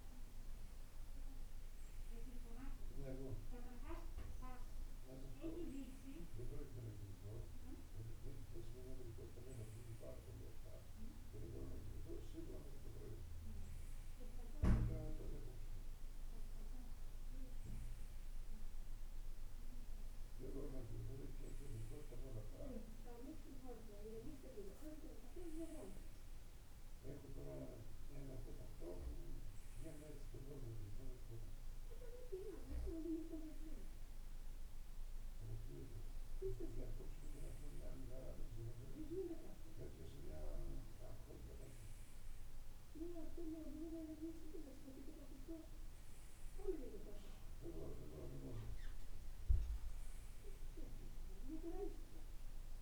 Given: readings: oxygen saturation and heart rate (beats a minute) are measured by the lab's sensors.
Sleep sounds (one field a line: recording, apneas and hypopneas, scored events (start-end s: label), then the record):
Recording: breathing in sleep by a room microphone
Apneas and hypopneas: none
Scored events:
none scored
From the record:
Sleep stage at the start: N2 (light sleep)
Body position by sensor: on the right side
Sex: male